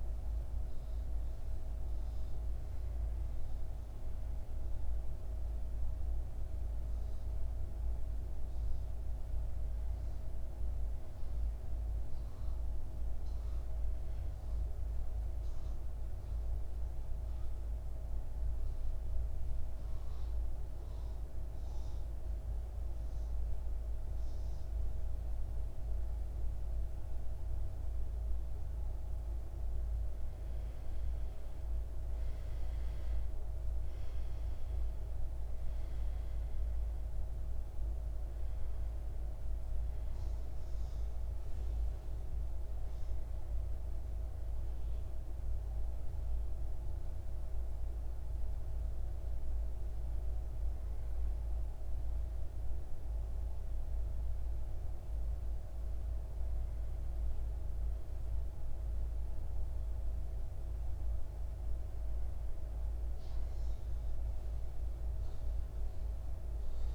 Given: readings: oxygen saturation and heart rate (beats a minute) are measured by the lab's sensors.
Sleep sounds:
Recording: a person awake in a sleep study, hard to hear, by a room microphone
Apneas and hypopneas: none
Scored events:
11.50-28.50 s: oxygen desaturation (device-marked, oxygen 97% before, 94% lowest, heart rate 66 before, 63 extreme)
33.50-66.94 s: new sleep stage, N1 (lightest sleep)
35.50-47.50 s: oxygen desaturation (device-marked, oxygen 96% before, 88% lowest, heart rate 64 before, 63 extreme)
From the record:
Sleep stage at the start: awake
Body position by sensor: on the right side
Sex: male

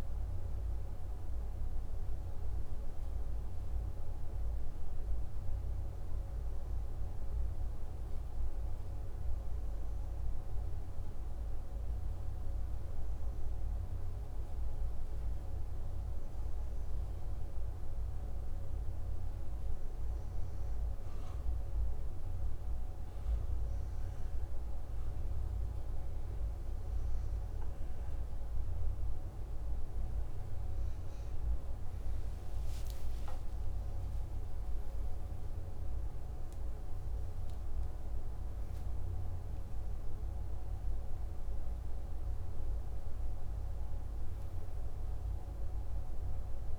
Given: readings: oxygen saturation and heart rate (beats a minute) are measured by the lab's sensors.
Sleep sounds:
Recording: breathing in sleep, hard to hear, by a room microphone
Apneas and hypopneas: 1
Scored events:
8.00-30.00 s: obstructive apnea (oxygen 97% before, 94% lowest, heart rate 55 before, 54 extreme, up 8 after)
31.00-36.50 s: arousal
From the record:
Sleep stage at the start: N2 (light sleep)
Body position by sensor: on the back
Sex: male

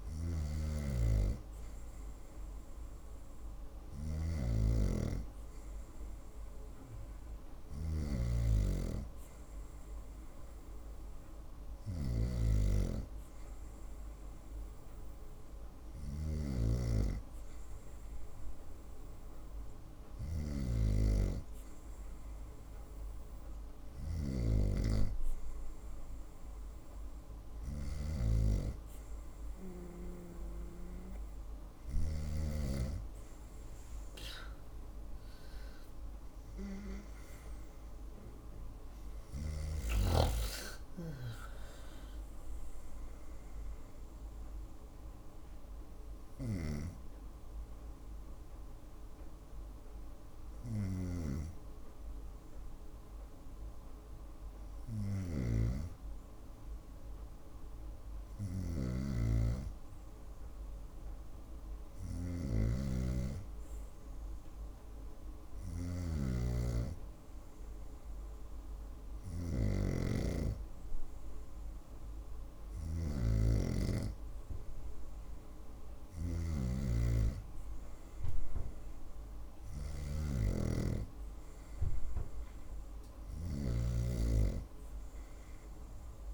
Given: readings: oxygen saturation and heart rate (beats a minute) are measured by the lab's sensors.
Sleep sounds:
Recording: breathing in sleep by a room microphone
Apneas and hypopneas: none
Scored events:
0.00-7.50 s: snoring (device-marked)
37.50-41.50 s: arousal
54.50-86.34 s: snoring (device-marked)
From the record:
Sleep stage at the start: N2 (light sleep)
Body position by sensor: on the right side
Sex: female

